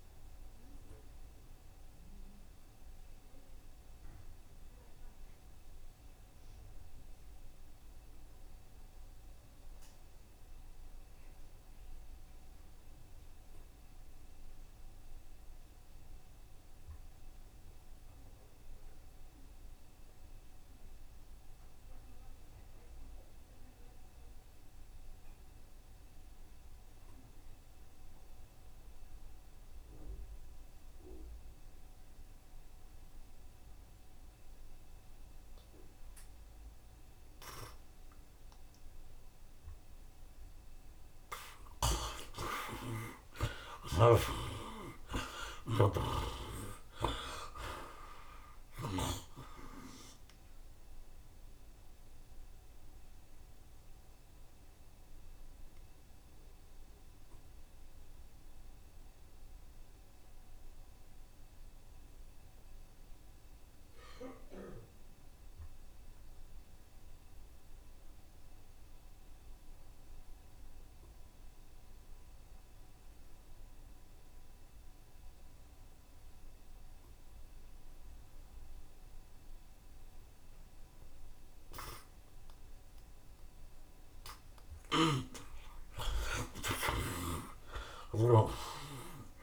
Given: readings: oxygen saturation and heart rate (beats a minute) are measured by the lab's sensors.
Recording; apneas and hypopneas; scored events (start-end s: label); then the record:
breathing in sleep by a room microphone; 2
0.00-17.00 s: oxygen desaturation (device-marked, oxygen 53% lowest, heart rate 73 extreme)
0.50-41.00 s: obstructive apnea (oxygen 83% before, 53% lowest, heart rate 76 before, 72 extreme, up 15 after)
23.00-68.00 s: oxygen desaturation (device-marked, oxygen 83% before, 53% lowest, heart rate 75 before, 71 extreme)
42.50-47.50 s: arousal
44.50-46.50 s: long interval between heartbeats (device-marked, heart rate 75 before, 88 extreme)
50.00-83.50 s: mixed apnea (oxygen 83% before, 50% lowest, heart rate 80 before, 71 extreme, up 14 after)
70.00-89.43 s: oxygen desaturation (device-marked, oxygen 82% before, 50% lowest, heart rate 76 before, 72 extreme)
85.50-89.43 s: arousal
87.50-89.43 s: snoring (device-marked)
From the record:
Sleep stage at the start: N2 (light sleep); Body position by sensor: on the right side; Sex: male